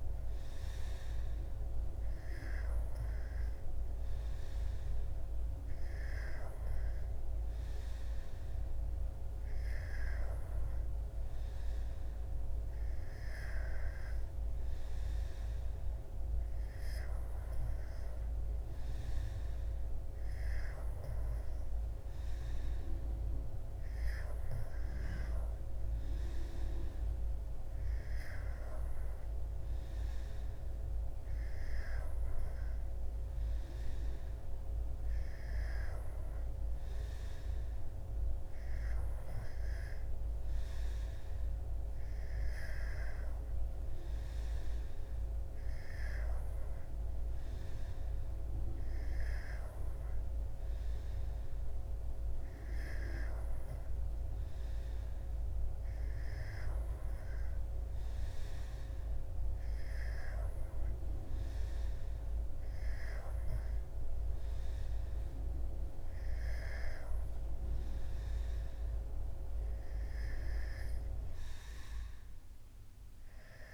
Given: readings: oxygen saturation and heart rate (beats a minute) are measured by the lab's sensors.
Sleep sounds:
breathing in sleep by a room microphone; none
none scored
From the record:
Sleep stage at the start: N2 (light sleep); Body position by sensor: on the back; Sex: male

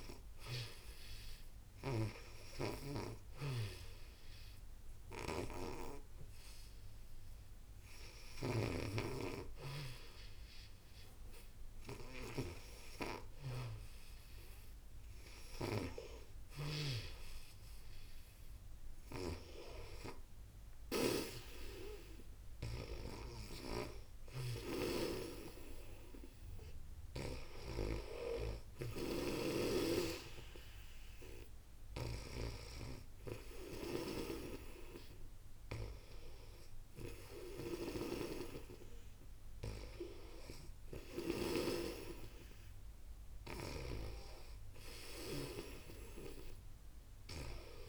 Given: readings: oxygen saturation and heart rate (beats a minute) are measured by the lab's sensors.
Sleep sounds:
breathing in sleep by a room microphone; none
0.00-2.50 s: snoring (device-marked)
4.50-22.50 s: snoring (device-marked)
32.00-41.00 s: snoring (device-marked)
43.00-47.88 s: snoring (device-marked)
From the record:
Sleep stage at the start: N2 (light sleep); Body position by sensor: on the back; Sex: female

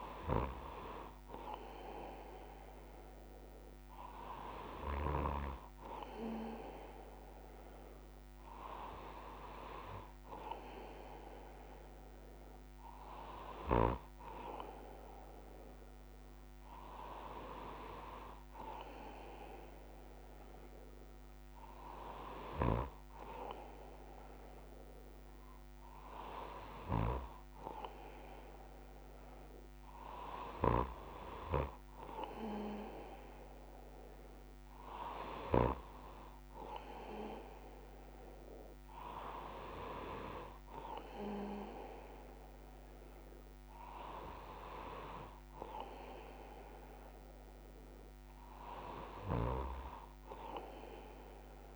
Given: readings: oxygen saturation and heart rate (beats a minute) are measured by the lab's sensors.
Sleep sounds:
breathing in sleep by a microphone on the trachea; none
none scored
From the record:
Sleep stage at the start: N3 (deep sleep); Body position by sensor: on the left side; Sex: male

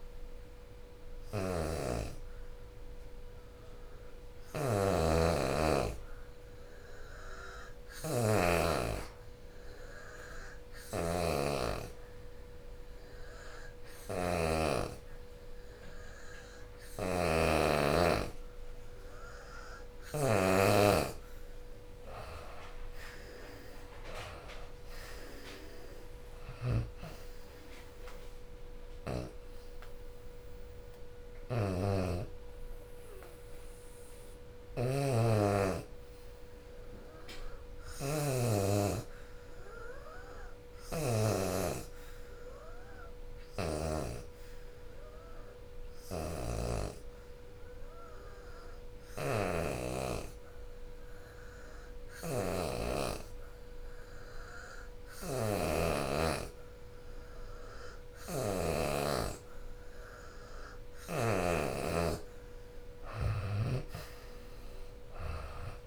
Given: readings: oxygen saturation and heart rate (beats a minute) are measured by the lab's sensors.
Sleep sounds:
breathing in sleep by a room microphone; 2
0.00-1.50 s: oxygen desaturation (device-marked, oxygen 84% lowest, heart rate 67 extreme)
0.50-19.50 s: obstructive apnea (oxygen 92% before, 83% lowest, heart rate 81 before, 68 extreme, up 24 after)
11.50-41.50 s: oxygen desaturation (device-marked, oxygen 92% before, 83% lowest, heart rate 80 before, 65 extreme)
20.50-31.50 s: drop in pulse transit time (device-marked, heart rate 75 before, 68 extreme)
21.00-26.00 s: arousal
40.50-60.50 s: obstructive apnea (oxygen 92% before, 84% lowest, heart rate 79 before, 65 extreme, up 27 after)
60.50-65.87 s: oxygen desaturation (device-marked, oxygen 89% before, 84% lowest, heart rate 76 before, 68 extreme)
61.50-65.87 s: drop in pulse transit time (device-marked, heart rate 76 before, 84 extreme)
62.50-65.87 s: arousal
From the record:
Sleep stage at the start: N2 (light sleep); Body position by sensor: on the back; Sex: female

